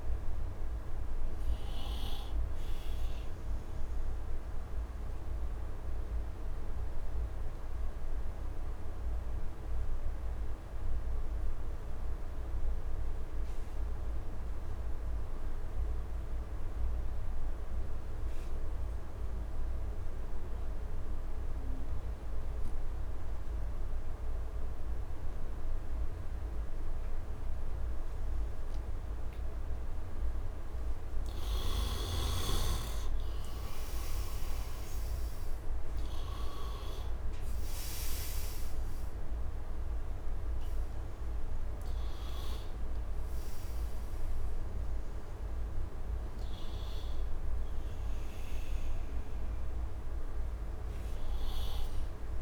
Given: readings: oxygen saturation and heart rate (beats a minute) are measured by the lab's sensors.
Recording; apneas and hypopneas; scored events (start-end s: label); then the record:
breathing in sleep, hard to hear, by a room microphone; 1
0.00-13.00 s: oxygen desaturation (device-marked, oxygen 98% before, 92% lowest, heart rate 74 before, 69 extreme)
3.00-29.50 s: obstructive apnea (oxygen 100% before, 80% lowest, heart rate 82 before, 70 extreme, up 7 after)
25.00-52.42 s: oxygen desaturation (device-marked, oxygen 98% before, 80% lowest, heart rate 72 before, 72 extreme)
30.00-35.00 s: arousal
From the record:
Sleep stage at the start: N2 (light sleep); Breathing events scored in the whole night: 417 in 5.0 hours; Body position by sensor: on the right side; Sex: male